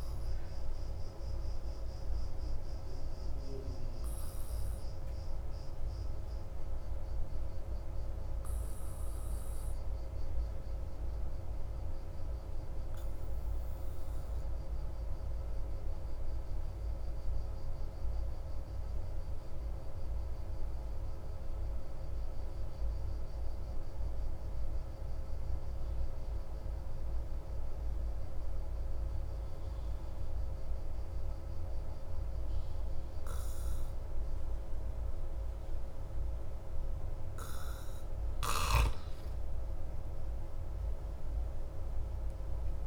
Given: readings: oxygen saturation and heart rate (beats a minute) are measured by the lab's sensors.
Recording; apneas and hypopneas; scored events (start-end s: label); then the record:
breathing in sleep, hard to hear, by a room microphone; 1
0.00-24.00 s: oxygen desaturation (device-marked, oxygen 91% lowest, heart rate 29 extreme)
2.50-38.00 s: obstructive apnea (oxygen 97% before, 86% lowest, heart rate 43 before, 29 extreme, up 18 after)
36.00-42.87 s: oxygen desaturation (device-marked, oxygen 94% before, 86% lowest, heart rate 38 before, 35 extreme)
39.50-42.87 s: arousal
From the record:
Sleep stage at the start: N2 (light sleep); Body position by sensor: on the back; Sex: male